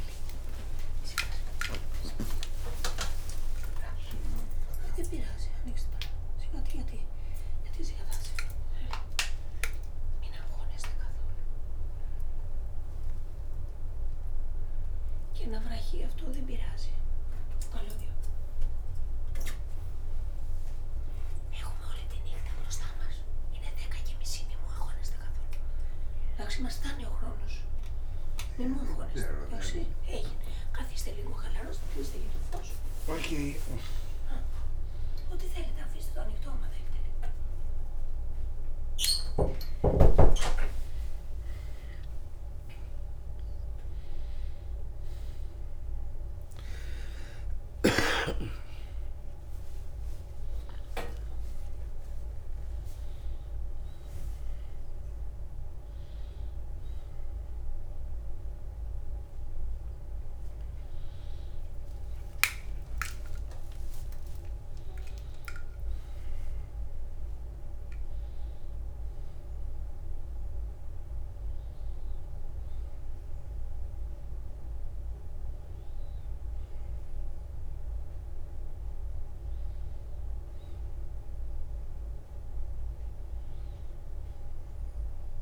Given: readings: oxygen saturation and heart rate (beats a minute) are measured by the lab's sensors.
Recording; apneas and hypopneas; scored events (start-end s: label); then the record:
a person awake in a sleep study, by a room microphone; none
0.00-1.50 s: long interval between heartbeats (device-marked, heart rate 117 extreme)
0.00-4.00 s: tachycardia (device-marked, heart rate 159 extreme)
2.00-4.00 s: long interval between heartbeats (device-marked, heart rate 102 before, 148 extreme)
7.50-9.50 s: long interval between heartbeats (device-marked, heart rate 119 before, 86 extreme)
28.50-30.50 s: long interval between heartbeats (device-marked, heart rate 63 before, 51 extreme)
28.50-33.50 s: snoring (device-marked)
31.50-33.50 s: long interval between heartbeats (device-marked, heart rate 60 before, 59 extreme)
49.50-51.50 s: long interval between heartbeats (device-marked, heart rate 66 before, 84 extreme)
51.50-53.50 s: long interval between heartbeats (device-marked, heart rate 69 before, 85 extreme)
From the record:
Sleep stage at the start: awake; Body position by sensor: on the right side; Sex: male